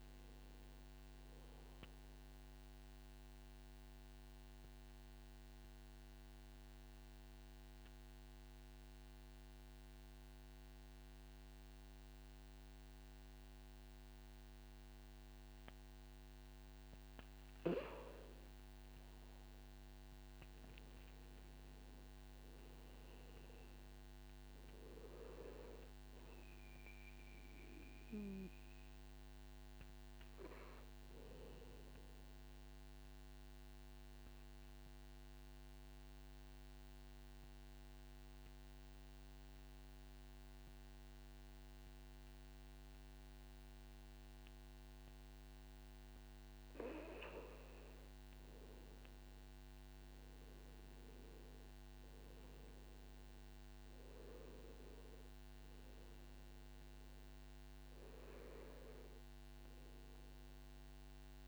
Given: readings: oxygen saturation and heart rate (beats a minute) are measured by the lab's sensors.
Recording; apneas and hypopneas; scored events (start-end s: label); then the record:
breathing in sleep by a microphone on the trachea; 2
2.50-17.50 s: central apnea (oxygen 99% before, 94% lowest, heart rate 64 before, 46 extreme, up 9 after)
8.50-61.48 s: new sleep stage, N2 (light sleep)
21.00-25.00 s: arousal
21.50-46.50 s: oxygen desaturation (device-marked, oxygen 99% before, 94% lowest, heart rate 61 before, 46 extreme)
33.50-48.50 s: obstructive apnea (oxygen 99% before, 90% lowest, heart rate 56 before, 54 extreme, up 10 after)
52.00-56.00 s: arousal
57.50-61.48 s: oxygen desaturation (device-marked, oxygen 99% before, 94% lowest, heart rate 58 before, 55 extreme)
From the record:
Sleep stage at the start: N1 (lightest sleep); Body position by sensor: on the back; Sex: male